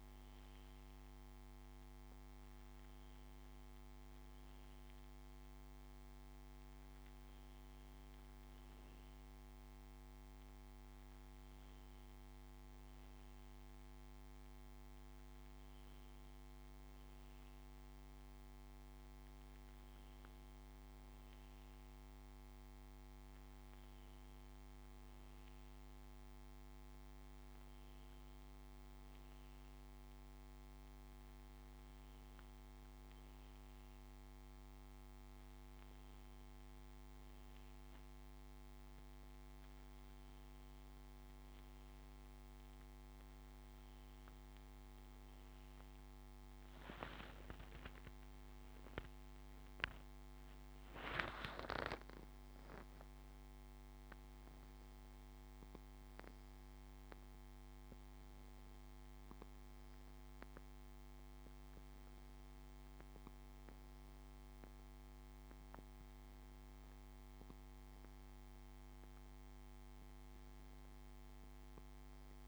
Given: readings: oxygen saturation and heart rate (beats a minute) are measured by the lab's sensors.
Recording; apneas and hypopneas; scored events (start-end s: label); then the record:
breathing in sleep, hard to hear, by a microphone on the trachea; none
48.00-52.00 s: arousal
60.00-72.48 s: new sleep stage, N2 (light sleep)
From the record:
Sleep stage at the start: N1 (lightest sleep); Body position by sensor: on the back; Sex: male